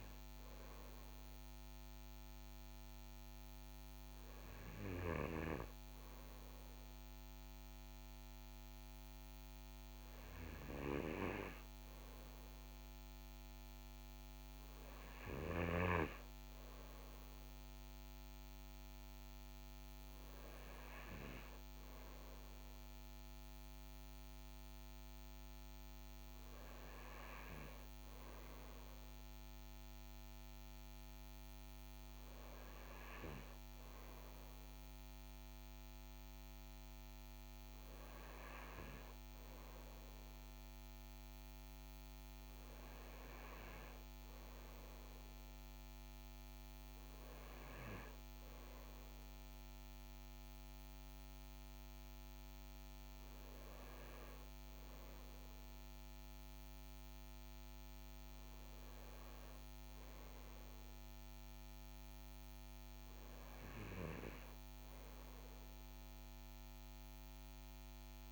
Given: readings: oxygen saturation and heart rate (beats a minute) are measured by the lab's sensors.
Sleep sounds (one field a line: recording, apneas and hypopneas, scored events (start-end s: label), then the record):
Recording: breathing in sleep by a microphone on the trachea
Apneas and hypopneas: none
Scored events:
none scored
From the record:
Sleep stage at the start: N2 (light sleep)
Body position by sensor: on the front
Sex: male